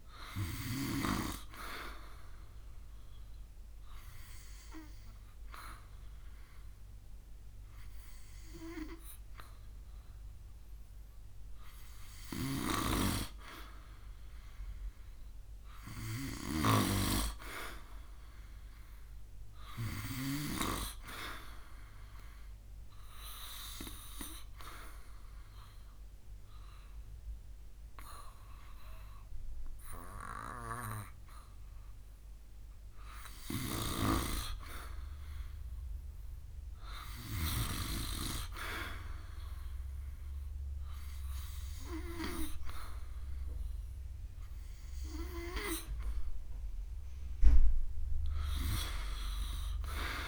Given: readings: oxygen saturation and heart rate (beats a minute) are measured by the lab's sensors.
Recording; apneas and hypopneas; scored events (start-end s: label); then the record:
breathing in sleep by a room microphone; 2
2.50-12.50 s: obstructive apnea (oxygen 93% before, 90% lowest, heart rate 71 before, 66 extreme, up 2 after)
15.00-18.50 s: arousal
21.50-33.00 s: obstructive apnea (oxygen 93% before, 90% lowest, heart rate 69 before, 66 extreme, up 4 after)
35.50-39.00 s: arousal
From the record:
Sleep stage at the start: N2 (light sleep); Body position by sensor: on the back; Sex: male